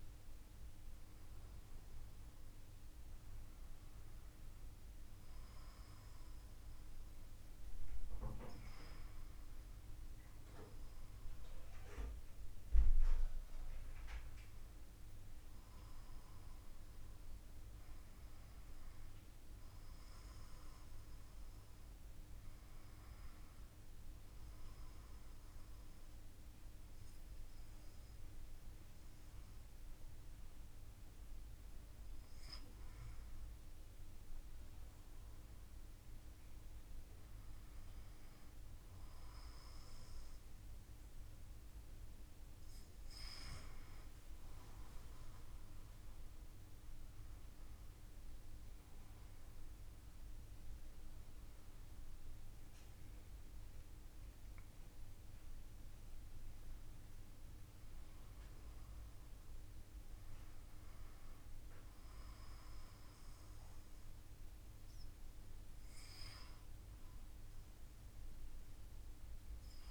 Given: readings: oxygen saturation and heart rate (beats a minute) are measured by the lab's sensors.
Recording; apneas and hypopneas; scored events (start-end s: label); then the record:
breathing in sleep, hard to hear, by a room microphone; none
none scored
From the record:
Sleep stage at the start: N2 (light sleep); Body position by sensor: on the back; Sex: male